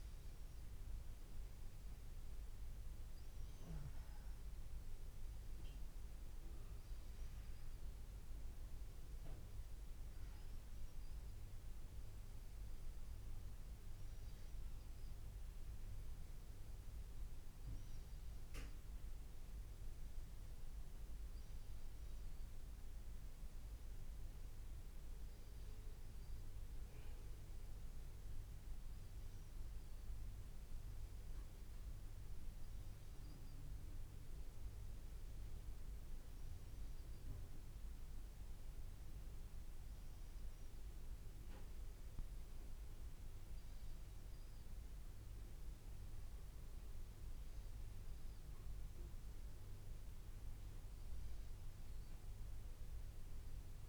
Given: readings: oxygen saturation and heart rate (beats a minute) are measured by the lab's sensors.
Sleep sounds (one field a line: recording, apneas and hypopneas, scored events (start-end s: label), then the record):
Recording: breathing in sleep, hard to hear, by a room microphone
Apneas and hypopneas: none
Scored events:
19.50-21.50 s: long interval between heartbeats (device-marked, heart rate 82 before, 94 extreme)
31.50-33.50 s: long interval between heartbeats (device-marked, heart rate 88 before, 90 extreme)
46.50-48.50 s: long interval between heartbeats (device-marked, heart rate 84 before, 88 extreme)
From the record:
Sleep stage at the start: N1 (lightest sleep)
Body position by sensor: on the back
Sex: male